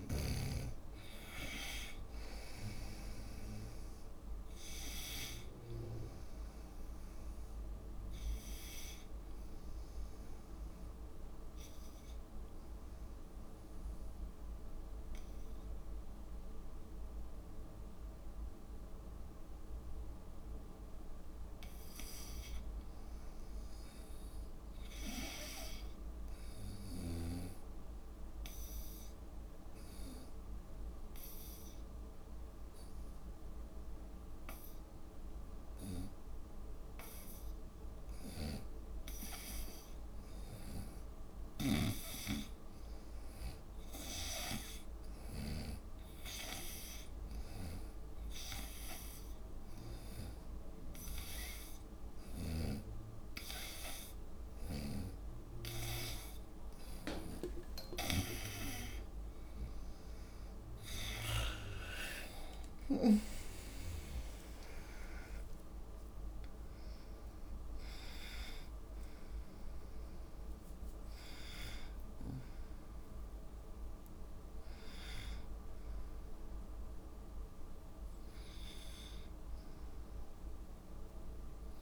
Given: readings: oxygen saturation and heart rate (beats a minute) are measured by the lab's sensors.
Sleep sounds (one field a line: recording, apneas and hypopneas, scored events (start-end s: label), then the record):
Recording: breathing in sleep by a room microphone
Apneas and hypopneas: 2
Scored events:
0.00-16.00 s: oxygen desaturation (device-marked, oxygen 89% lowest, heart rate 64 extreme)
9.50-22.00 s: obstructive apnea (oxygen 95% before, 90% lowest, heart rate 73 before, 64 extreme, up 6 after)
24.00-27.00 s: arousal
29.50-39.50 s: obstructive apnea (oxygen 98% before, 91% lowest, heart rate 66 before, 69 extreme, up 5 after)
41.50-46.00 s: snoring (device-marked)
43.00-46.50 s: arousal
49.00-58.00 s: oxygen desaturation (device-marked, oxygen 95% before, 91% lowest, heart rate 70 before, 66 extreme)
58.00-81.81 s: new sleep stage, N1 (lightest sleep)
58.50-60.50 s: long interval between heartbeats (device-marked, heart rate 71 before, 80 extreme)
60.00-65.00 s: tachycardia (device-marked, heart rate 74 before, 105 extreme)
62.00-64.00 s: long interval between heartbeats (device-marked, heart rate 73 before, 91 extreme)
65.00-67.00 s: long interval between heartbeats (device-marked, heart rate 78 before, 109 extreme)
65.00-70.50 s: arousal
From the record:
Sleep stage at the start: N2 (light sleep)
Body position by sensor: on the right side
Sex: female